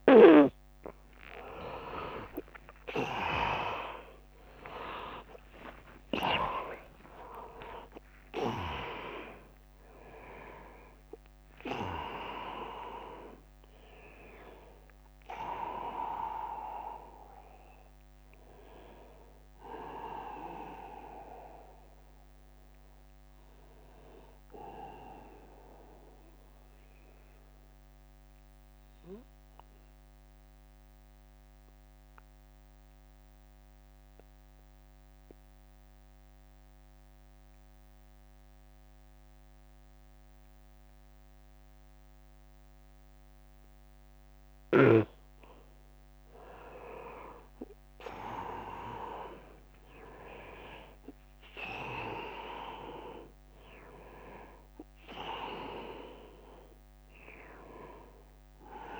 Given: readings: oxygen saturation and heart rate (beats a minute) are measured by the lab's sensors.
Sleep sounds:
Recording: breathing in sleep by a microphone on the trachea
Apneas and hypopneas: 1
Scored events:
0.00-32.00 s: oxygen desaturation (device-marked, oxygen 98% before, 85% lowest, heart rate 81 before, 76 extreme)
1.00-7.00 s: arousal
3.00-6.00 s: tachycardia (device-marked, heart rate 80 before, 88 extreme)
5.00-7.00 s: long interval between heartbeats (device-marked, heart rate 81 before, 88 extreme)
6.00-21.00 s: drop in pulse transit time (device-marked, heart rate 81 before, 79 extreme)
26.00-44.50 s: mixed apnea (oxygen 98% before, 85% lowest, heart rate 89 before, 72 extreme, up 10 after)
37.50-39.50 s: long interval between heartbeats (device-marked, heart rate 82 before, 76 extreme)
47.50-52.00 s: arousal
49.00-58.99 s: drop in pulse transit time (device-marked, heart rate 81 before, 80 extreme)
53.00-58.99 s: oxygen desaturation (device-marked, oxygen 100% before, 87% lowest, heart rate 81 before, 66 extreme)
From the record:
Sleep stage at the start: N2 (light sleep)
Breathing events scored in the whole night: 224 in 3.9 hours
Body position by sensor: on the back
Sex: male

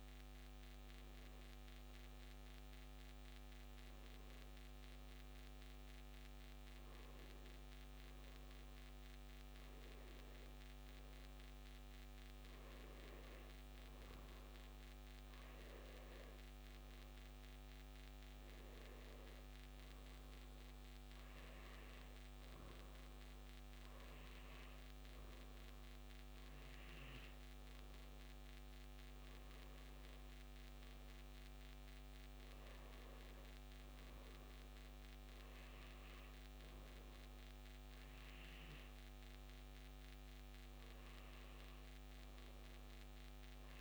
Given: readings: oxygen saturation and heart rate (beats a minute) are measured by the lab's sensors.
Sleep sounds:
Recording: a person partly awake in a sleep study, hard to hear, by a microphone on the trachea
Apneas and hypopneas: none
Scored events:
8.50-43.81 s: new sleep stage, N1 (lightest sleep)
From the record:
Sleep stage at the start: awake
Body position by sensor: on the back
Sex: male

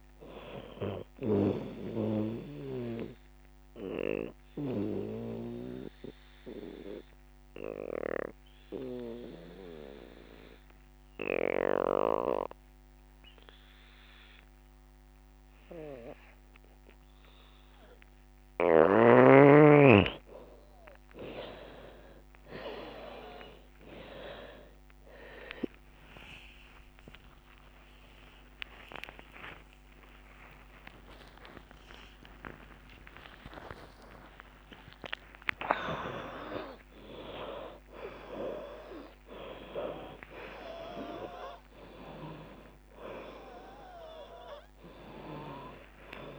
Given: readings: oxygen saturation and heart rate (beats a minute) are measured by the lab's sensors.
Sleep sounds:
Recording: a person partly awake in a sleep study, by a microphone on the trachea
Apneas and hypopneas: 1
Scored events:
1.00-18.00 s: oxygen desaturation (device-marked, oxygen 96% before, 82% lowest, heart rate 69 before, 62 extreme)
4.00-18.50 s: obstructive apnea (oxygen 96% before, 81% lowest, heart rate 71 before, 64 extreme, up 36 after)
25.00-45.00 s: oxygen desaturation (device-marked, oxygen 96% before, 81% lowest, heart rate 67 before, 28 extreme)
27.00-29.00 s: long interval between heartbeats (device-marked, heart rate 69 before, 108 extreme)
30.00-46.39 s: drop in pulse transit time (device-marked, heart rate 79 before, 69 extreme)
30.00-46.39 s: new sleep stage, awake
30.50-32.50 s: long interval between heartbeats (device-marked, heart rate 79 before, 153 extreme)
33.50-35.50 s: long interval between heartbeats (device-marked, heart rate 93 before, 156 extreme)
44.50-46.39 s: long interval between heartbeats (device-marked, heart rate 117 before, 128 extreme)
From the record:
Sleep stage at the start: N2 (light sleep)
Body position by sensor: on the back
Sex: female

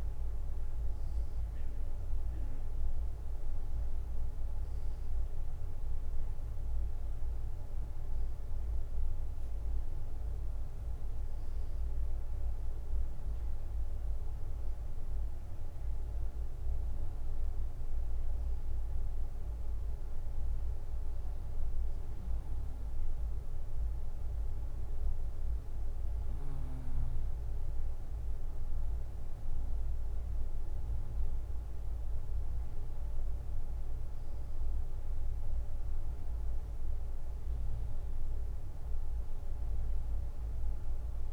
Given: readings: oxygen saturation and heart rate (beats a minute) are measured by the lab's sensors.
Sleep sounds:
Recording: breathing in sleep, hard to hear, by a room microphone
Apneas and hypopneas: none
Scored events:
none scored
From the record:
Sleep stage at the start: N2 (light sleep)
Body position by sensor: on the right side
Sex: male

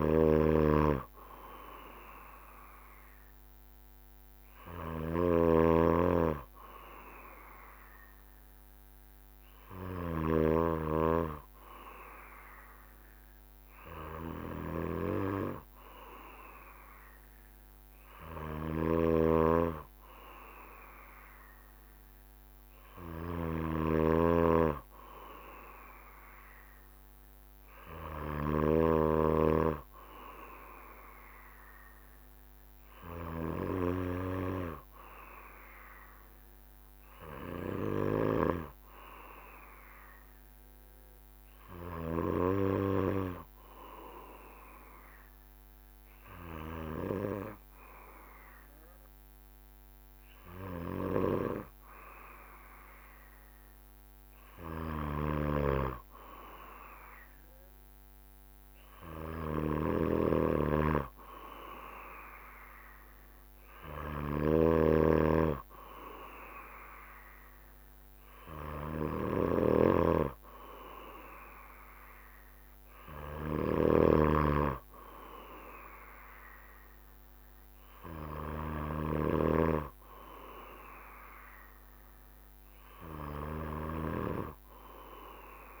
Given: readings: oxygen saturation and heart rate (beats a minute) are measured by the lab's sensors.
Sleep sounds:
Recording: breathing in sleep by a microphone on the trachea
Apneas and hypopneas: none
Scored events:
0.00-10.50 s: snoring (device-marked)
18.50-29.00 s: snoring (device-marked)
46.50-48.50 s: long interval between heartbeats (device-marked, heart rate 66 before, 74 extreme)
59.50-79.50 s: snoring (device-marked)
From the record:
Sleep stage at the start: N2 (light sleep)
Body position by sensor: on the back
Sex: male

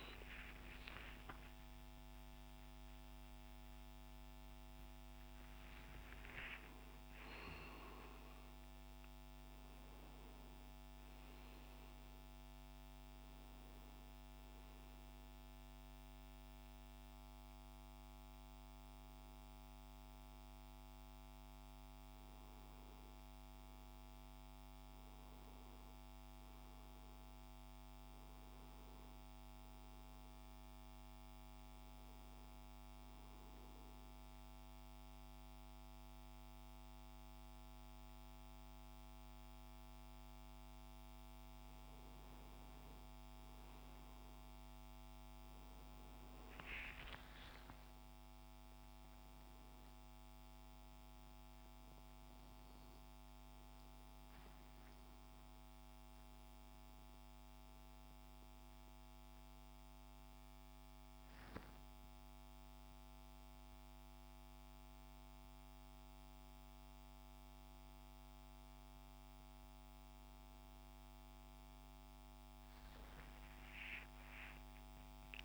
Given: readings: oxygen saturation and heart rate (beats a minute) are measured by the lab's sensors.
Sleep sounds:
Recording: breathing in sleep, hard to hear, by a microphone on the trachea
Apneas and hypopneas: 1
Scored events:
0.00-2.00 s: arousal
33.50-43.50 s: central apnea (oxygen 98% before, 95% lowest, heart rate 73 before, 65 extreme, up 10 after)
33.50-75.45 s: new sleep stage, N2 (light sleep)
44.50-48.00 s: arousal
72.50-75.45 s: arousal
From the record:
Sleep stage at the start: N1 (lightest sleep)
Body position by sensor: on the right side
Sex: male

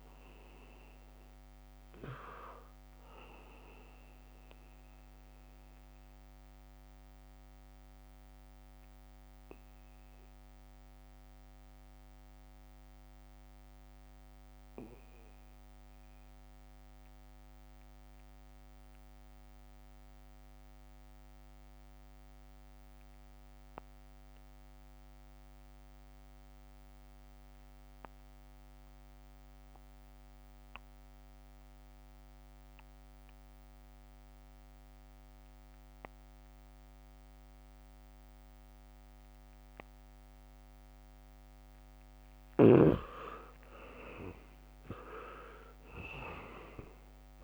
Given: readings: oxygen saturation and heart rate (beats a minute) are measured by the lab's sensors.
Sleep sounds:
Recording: breathing in sleep by a microphone on the trachea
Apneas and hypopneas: 1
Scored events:
0.00-13.00 s: oxygen desaturation (device-marked, oxygen 85% lowest, heart rate 64 extreme)
6.00-40.50 s: obstructive apnea (oxygen 99% before, 70% lowest, heart rate 75 before, 64 extreme, up 9 after)
24.00-47.44 s: oxygen desaturation (device-marked, oxygen 99% before, 70% lowest, heart rate 79 before, 64 extreme)
42.50-47.00 s: leg movement (device-marked)
44.00-47.44 s: arousal
From the record:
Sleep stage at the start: REM sleep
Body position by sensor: on the back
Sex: male

